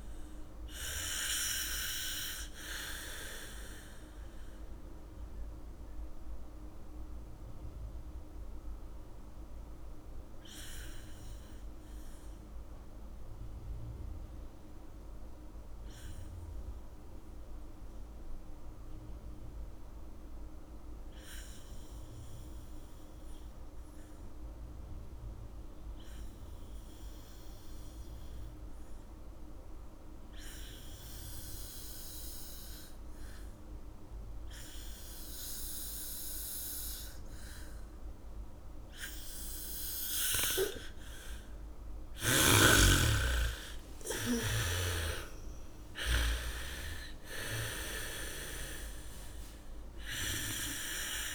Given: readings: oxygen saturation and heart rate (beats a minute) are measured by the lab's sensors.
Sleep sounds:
breathing in sleep by a room microphone; 1
0.00-21.50 s: oxygen desaturation (device-marked, oxygen 78% lowest, heart rate 50 extreme)
4.50-40.50 s: mixed apnea (oxygen 99% before, 78% lowest, heart rate 62 before, 53 extreme, up 7 after)
30.50-37.50 s: bradycardia (device-marked, heart rate 70 before, 56 extreme)
31.50-51.35 s: oxygen desaturation (device-marked, oxygen 99% before, 78% lowest, heart rate 78 before, 53 extreme)
38.50-43.50 s: bradycardia (device-marked, heart rate 70 before, 58 extreme)
44.50-49.00 s: arousal
From the record:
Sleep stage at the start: N2 (light sleep); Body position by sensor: on the back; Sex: female

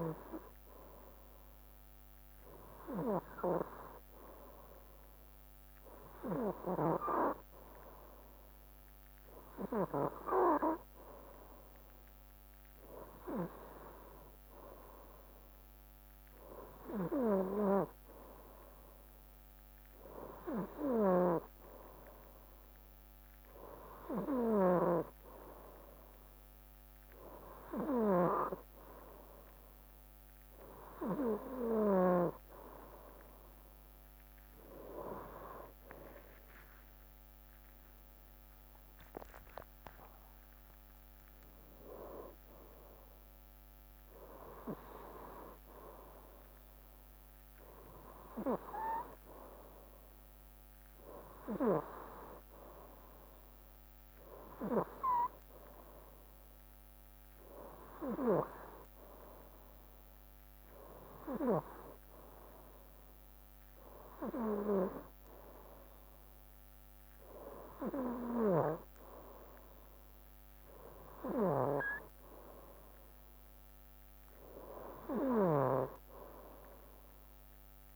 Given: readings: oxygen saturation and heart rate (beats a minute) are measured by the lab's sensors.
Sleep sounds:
breathing in sleep by a microphone on the trachea; none
none scored
From the record:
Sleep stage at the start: N2 (light sleep); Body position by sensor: on the right side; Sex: male

